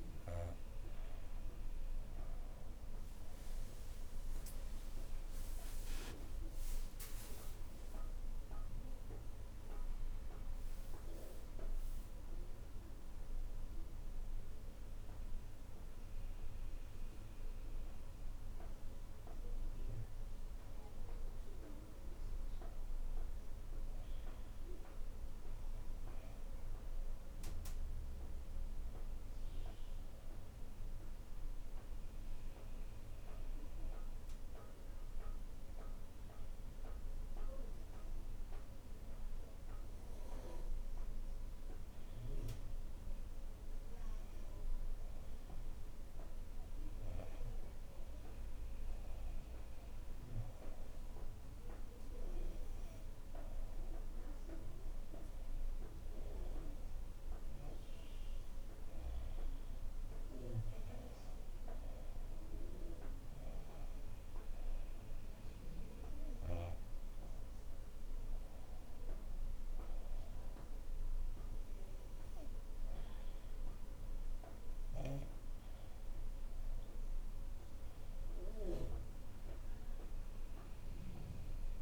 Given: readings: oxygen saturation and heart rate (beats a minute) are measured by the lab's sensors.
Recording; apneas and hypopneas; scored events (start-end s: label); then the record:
breathing in sleep by a room microphone; none
6.00-12.50 s: arousal
76.00-81.82 s: new sleep stage, awake
From the record:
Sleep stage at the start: N2 (light sleep); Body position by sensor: on the right side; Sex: female